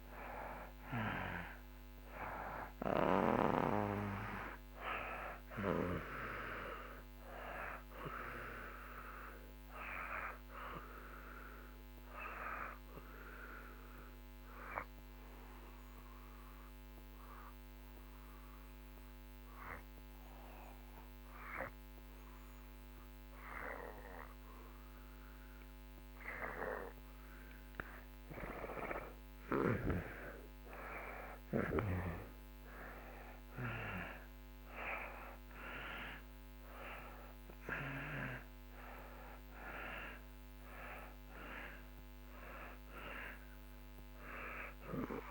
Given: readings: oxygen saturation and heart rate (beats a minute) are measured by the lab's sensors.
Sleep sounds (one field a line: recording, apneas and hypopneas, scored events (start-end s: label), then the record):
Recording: breathing in sleep by a microphone on the trachea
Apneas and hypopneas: 1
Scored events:
5.00-22.00 s: oxygen desaturation (device-marked, oxygen 94% before, 88% lowest)
11.00-26.00 s: obstructive apnea (oxygen 95% before, 84% lowest)
31.50-36.50 s: arousal
36.00-45.31 s: oxygen desaturation (device-marked, oxygen 94% before, 84% lowest)
From the record:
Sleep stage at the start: N2 (light sleep)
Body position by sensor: on the back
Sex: male